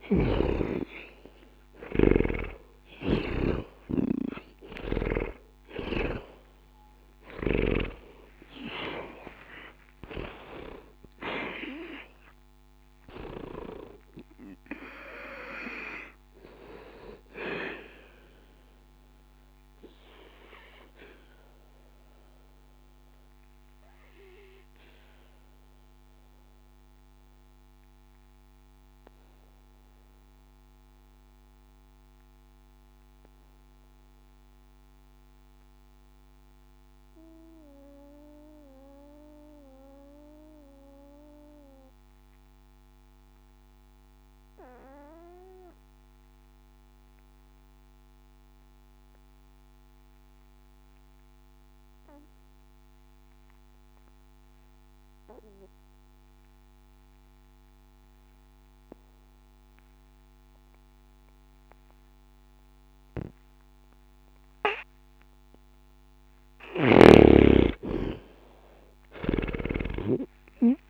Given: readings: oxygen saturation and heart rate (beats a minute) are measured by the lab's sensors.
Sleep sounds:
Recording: breathing in sleep by a microphone on the trachea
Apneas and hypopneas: 1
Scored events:
0.00-2.00 s: snoring (device-marked)
0.00-3.50 s: arousal
0.00-45.00 s: oxygen desaturation (device-marked, oxygen 79% lowest, heart rate 59 extreme)
21.00-66.50 s: obstructive apnea (oxygen 95% before, 76% lowest, heart rate 63 before, 59 extreme, up 39 after)
62.00-70.90 s: oxygen desaturation (device-marked, oxygen 99% before, 76% lowest, heart rate 60 before, 60 extreme)
66.50-70.90 s: snoring (device-marked)
68.50-70.90 s: arousal
From the record:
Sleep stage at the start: N2 (light sleep)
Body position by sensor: on the back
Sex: male

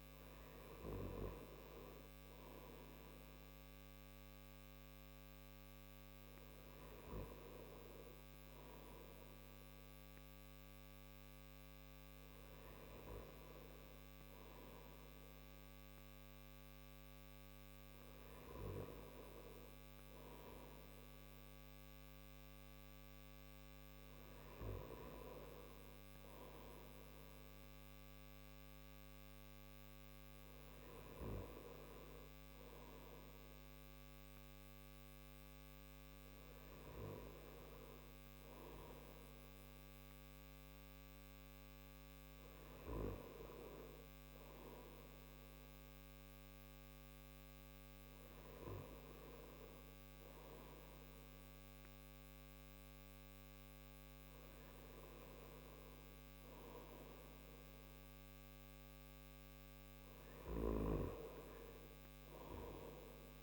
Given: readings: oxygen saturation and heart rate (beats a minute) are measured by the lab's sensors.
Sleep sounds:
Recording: breathing in sleep by a microphone on the trachea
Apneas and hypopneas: none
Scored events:
none scored
From the record:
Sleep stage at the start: N3 (deep sleep)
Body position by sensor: on the back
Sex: male

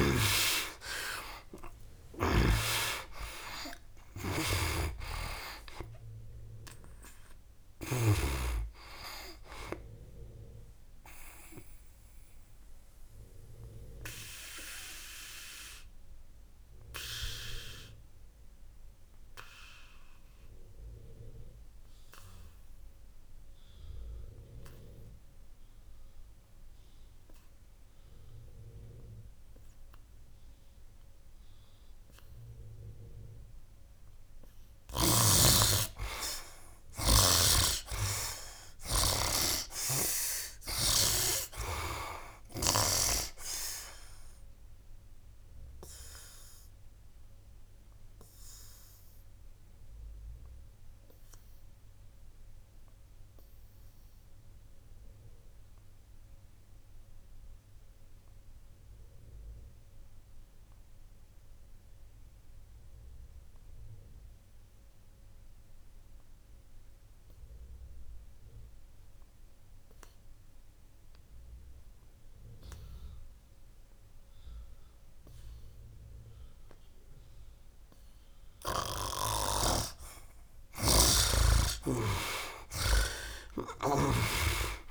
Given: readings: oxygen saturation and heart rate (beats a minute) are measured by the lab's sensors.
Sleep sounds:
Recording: breathing in sleep by a room microphone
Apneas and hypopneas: 2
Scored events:
0.00-5.50 s: arousal
0.00-29.50 s: oxygen desaturation (device-marked, oxygen 63% lowest, heart rate 61 extreme)
4.50-8.00 s: snoring (device-marked)
12.50-33.50 s: obstructive apnea (oxygen 86% before, 63% lowest, heart rate 81 before, 62 extreme, up 15 after)
35.50-60.50 s: oxygen desaturation (device-marked, oxygen 99% before, 75% lowest, heart rate 65 before, 62 extreme)
38.50-42.00 s: arousal
39.50-43.00 s: snoring (device-marked)
44.50-79.50 s: obstructive apnea (oxygen 99% before, 68% lowest, heart rate 68 before, 62 extreme, up 18 after)
62.50-84.91 s: oxygen desaturation (device-marked, oxygen 97% before, 68% lowest, heart rate 73 before, 63 extreme)
82.50-84.91 s: arousal
From the record:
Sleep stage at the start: N2 (light sleep)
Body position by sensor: on the right side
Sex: male

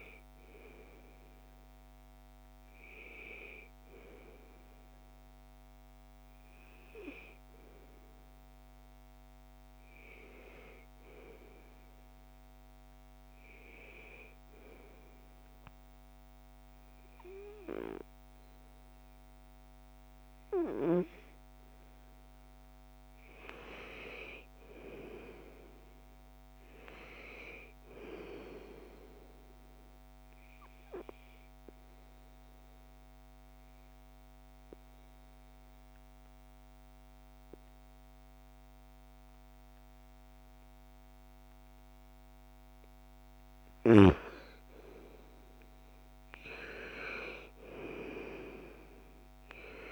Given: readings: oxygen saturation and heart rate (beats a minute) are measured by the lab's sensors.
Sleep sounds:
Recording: breathing in sleep by a microphone on the trachea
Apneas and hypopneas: 1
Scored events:
0.00-13.50 s: oxygen desaturation (device-marked, oxygen 92% lowest, heart rate 58 extreme)
9.50-49.92 s: new sleep stage, N2 (light sleep)
22.00-27.00 s: arousal
30.00-41.50 s: obstructive apnea (oxygen 95% before, 86% lowest, heart rate 62 before, 55 extreme, up 8 after)
31.50-38.50 s: oxygen desaturation (device-marked, oxygen 94% before, 91% lowest, heart rate 63 before, 55 extreme)
43.00-47.50 s: arousal
From the record:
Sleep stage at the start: N1 (lightest sleep)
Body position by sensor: on the right side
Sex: female

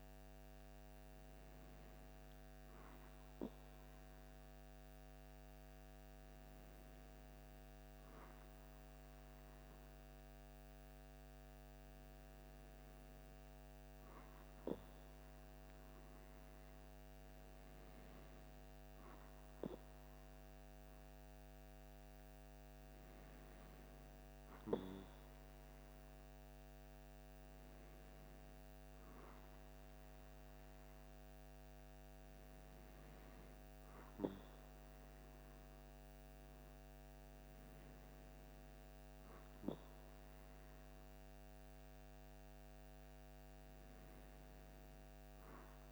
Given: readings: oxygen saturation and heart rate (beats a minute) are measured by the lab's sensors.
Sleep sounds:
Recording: breathing in sleep, hard to hear, by a microphone on the trachea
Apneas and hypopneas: none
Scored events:
none scored
From the record:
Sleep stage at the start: N2 (light sleep)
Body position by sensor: on the back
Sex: male

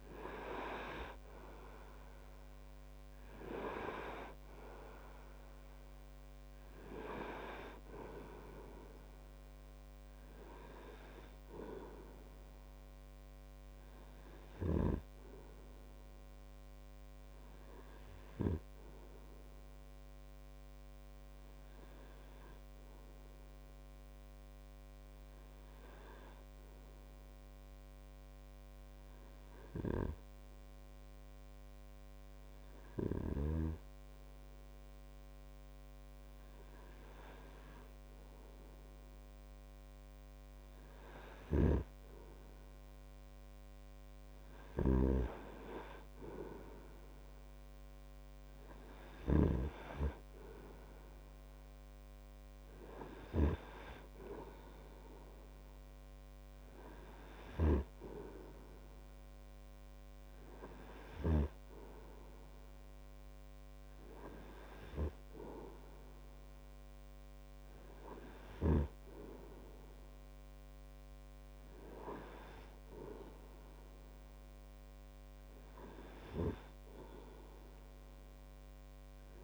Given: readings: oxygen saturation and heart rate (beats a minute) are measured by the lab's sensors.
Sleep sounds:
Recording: breathing in sleep by a microphone on the trachea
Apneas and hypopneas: 1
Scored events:
20.50-39.50 s: hypopnea (oxygen 98% before, 95% lowest)
30.00-34.00 s: snoring (device-marked)
41.50-62.00 s: snoring (device-marked)
44.50-48.50 s: arousal
From the record:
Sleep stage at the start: N2 (light sleep)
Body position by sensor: on the right side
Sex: male

